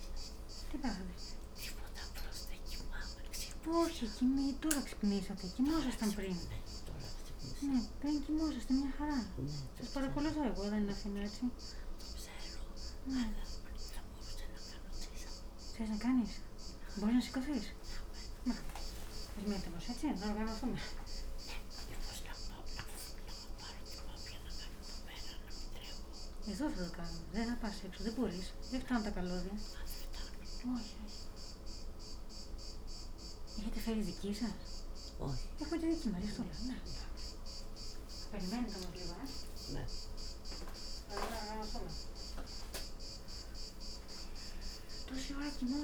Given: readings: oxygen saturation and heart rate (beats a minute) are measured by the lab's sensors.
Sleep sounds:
a person awake in a sleep study, by a room microphone; none
none scored
From the record:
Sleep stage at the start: awake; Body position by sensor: on the back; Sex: female

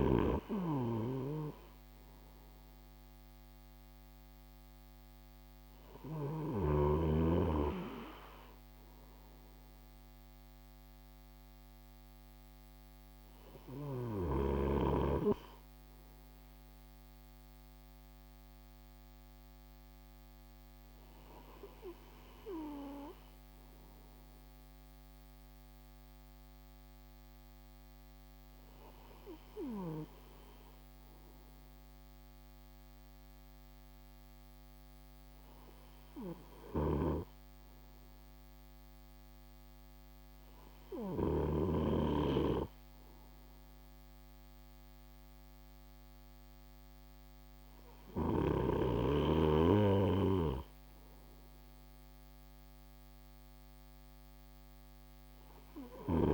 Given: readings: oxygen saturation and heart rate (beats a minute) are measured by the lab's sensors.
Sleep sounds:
breathing in sleep by a microphone on the trachea; none
none scored
From the record:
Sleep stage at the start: N2 (light sleep); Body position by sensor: on the right side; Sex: male

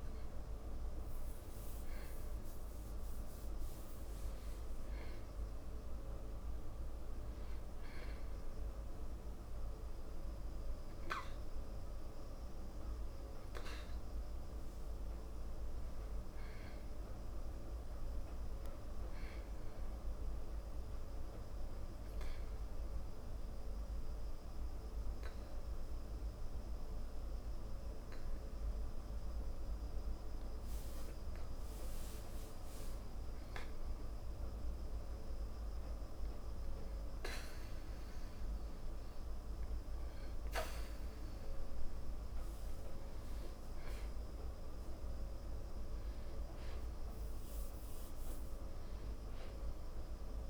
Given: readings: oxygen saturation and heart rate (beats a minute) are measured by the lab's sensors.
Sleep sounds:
breathing in sleep, hard to hear, by a room microphone; 1
14.50-18.00 s: arousal
22.50-33.00 s: obstructive apnea (oxygen 97% before, 92% lowest, heart rate 96 before, 65 extreme, up 40 after)
35.50-39.50 s: arousal
39.00-50.50 s: oxygen desaturation (device-marked, oxygen 96% before, 92% lowest, heart rate 93 before, 30 extreme)
From the record:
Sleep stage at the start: N2 (light sleep); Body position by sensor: on the back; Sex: male

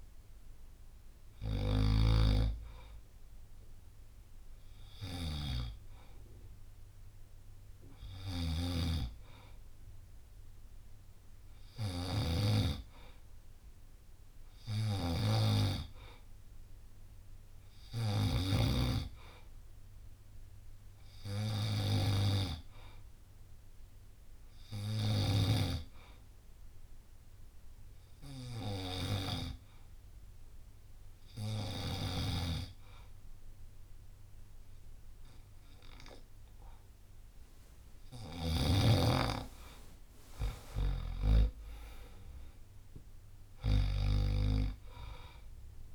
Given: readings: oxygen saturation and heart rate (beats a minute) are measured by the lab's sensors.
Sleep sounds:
breathing in sleep by a room microphone; 1
0.00-45.95 s: snoring (device-marked)
27.00-37.00 s: hypopnea (oxygen 95% before, 92% lowest, heart rate 66 before, 63 extreme, up 7 after)
39.50-42.50 s: arousal
44.50-45.95 s: drop in pulse transit time (device-marked, heart rate 68 before, 63 extreme)
From the record:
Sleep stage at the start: N2 (light sleep); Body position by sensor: on the back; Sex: male

